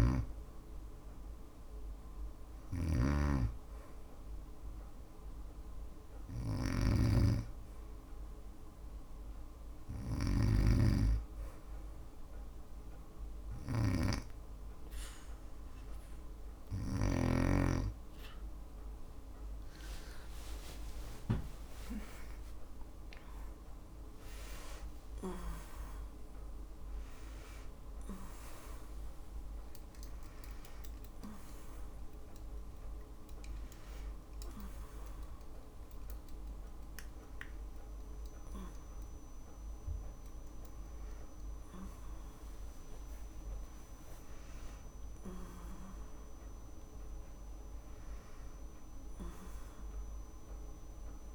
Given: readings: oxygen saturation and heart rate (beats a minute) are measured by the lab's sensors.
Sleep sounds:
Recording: breathing in sleep by a room microphone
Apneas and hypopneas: none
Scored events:
0.00-10.00 s: snoring (device-marked)
0.00-31.00 s: tachycardia (device-marked)
18.50-23.00 s: arousal
40.00-51.35 s: new sleep stage, N1 (lightest sleep)
40.00-51.35 s: tachycardia (device-marked, heart rate 84 before, 170 extreme)
From the record:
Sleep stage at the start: N2 (light sleep)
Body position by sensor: on the back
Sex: female

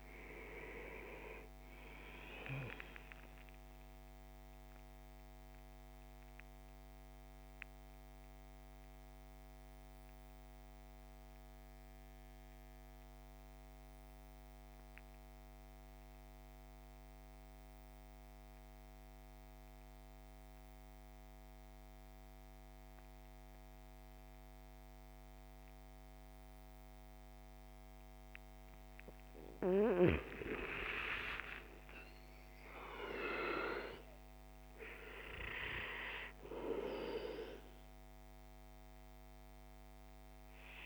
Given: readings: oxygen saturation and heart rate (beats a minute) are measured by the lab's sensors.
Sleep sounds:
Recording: breathing in sleep by a microphone on the trachea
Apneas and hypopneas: 1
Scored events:
0.00-27.50 s: oxygen desaturation (device-marked, oxygen 69% lowest)
3.50-29.00 s: central apnea (oxygen 97% before, 69% lowest)
30.00-34.50 s: arousal
38.50-40.85 s: oxygen desaturation (device-marked, oxygen 98% before, 84% lowest)
From the record:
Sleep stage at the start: N2 (light sleep)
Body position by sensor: on the back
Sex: male

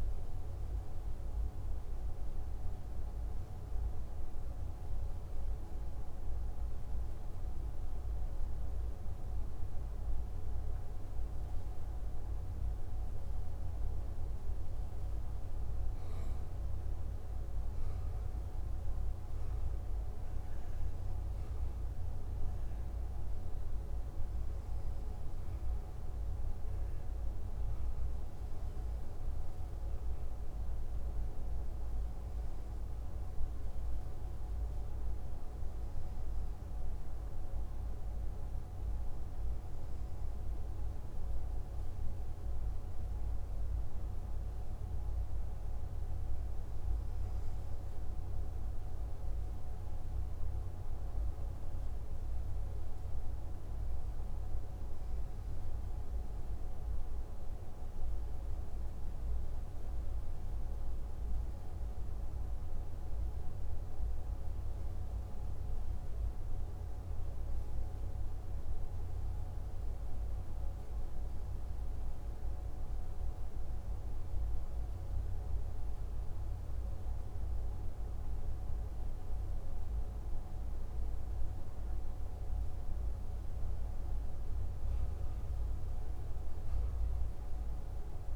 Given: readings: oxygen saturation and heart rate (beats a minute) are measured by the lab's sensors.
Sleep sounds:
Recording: breathing in sleep, hard to hear, by a room microphone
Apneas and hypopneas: 2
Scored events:
6.00-18.50 s: hypopnea (oxygen 97% before, 95% lowest, heart rate 57 before, 52 extreme, up 4 after)
21.50-26.50 s: arousal
62.00-74.50 s: hypopnea (oxygen 97% before, 96% lowest, heart rate 60 before, 51 extreme, up 0 after)
78.50-83.50 s: arousal
From the record:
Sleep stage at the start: REM sleep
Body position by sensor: on the back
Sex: male

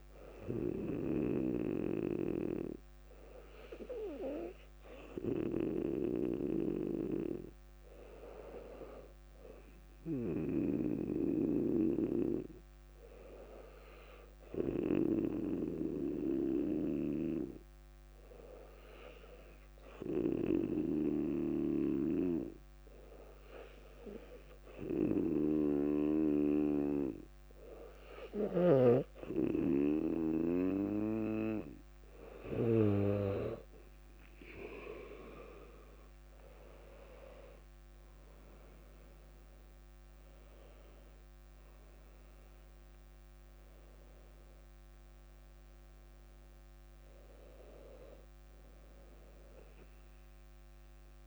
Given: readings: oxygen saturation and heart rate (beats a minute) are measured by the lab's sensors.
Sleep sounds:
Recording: breathing in sleep by a microphone on the trachea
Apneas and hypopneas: 1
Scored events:
7.50-32.00 s: hypopnea (oxygen 98% before, 97% lowest, heart rate 62 before, 56 extreme, up 7 after)
35.00-39.50 s: arousal
From the record:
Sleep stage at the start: N2 (light sleep)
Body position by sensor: on the back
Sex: female

